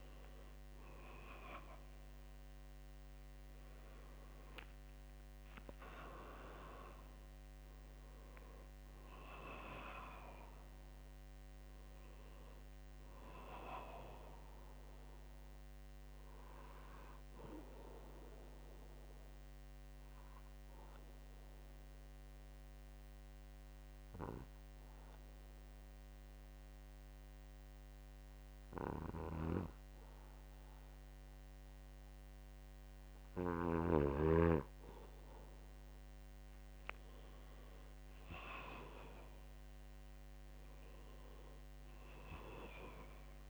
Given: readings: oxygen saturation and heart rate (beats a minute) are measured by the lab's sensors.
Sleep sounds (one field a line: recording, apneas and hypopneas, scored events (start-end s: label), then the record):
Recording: breathing in sleep by a microphone on the trachea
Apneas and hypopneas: 1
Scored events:
0.00-3.50 s: arousal
20.00-32.00 s: obstructive apnea (oxygen 98% before, 95% lowest, heart rate 65 before, 64 extreme, up 1 after)
29.50-34.50 s: snoring (device-marked)
33.00-43.50 s: new sleep stage, awake
From the record:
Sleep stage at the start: N2 (light sleep)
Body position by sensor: on the right side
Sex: male